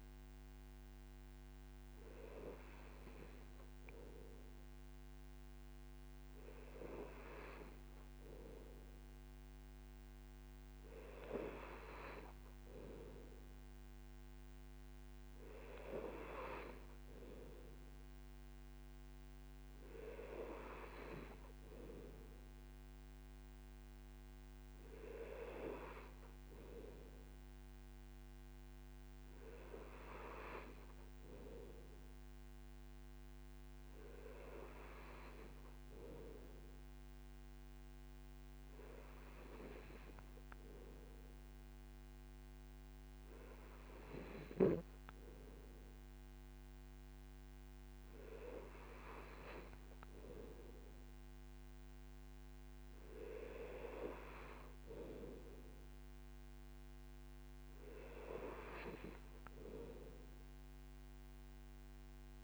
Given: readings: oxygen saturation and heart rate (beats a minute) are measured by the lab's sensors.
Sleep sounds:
breathing in sleep by a microphone on the trachea; none
none scored
From the record:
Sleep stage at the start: N2 (light sleep); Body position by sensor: on the right side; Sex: male

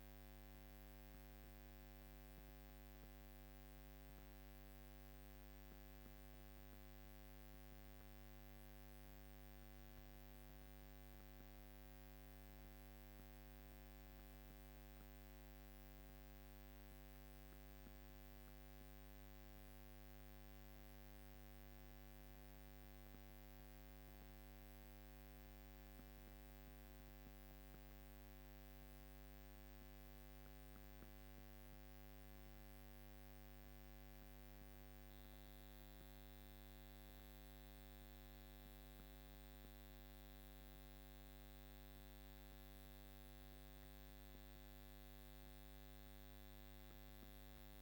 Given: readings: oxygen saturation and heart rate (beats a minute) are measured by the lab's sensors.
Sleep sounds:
breathing in sleep, hard to hear, by a microphone on the trachea; none
none scored
From the record:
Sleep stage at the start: N2 (light sleep); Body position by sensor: on the back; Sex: female

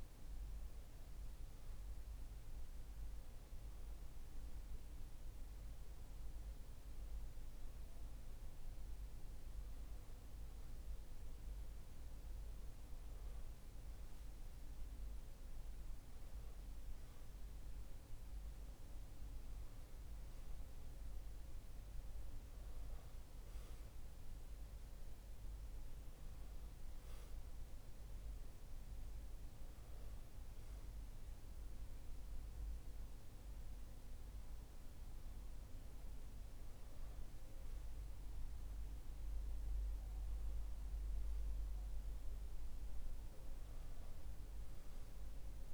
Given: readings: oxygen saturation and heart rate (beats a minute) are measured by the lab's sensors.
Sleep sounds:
a person awake in a sleep study, hard to hear, by a room microphone; none
none scored
From the record:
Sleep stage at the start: awake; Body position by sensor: on the back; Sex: male

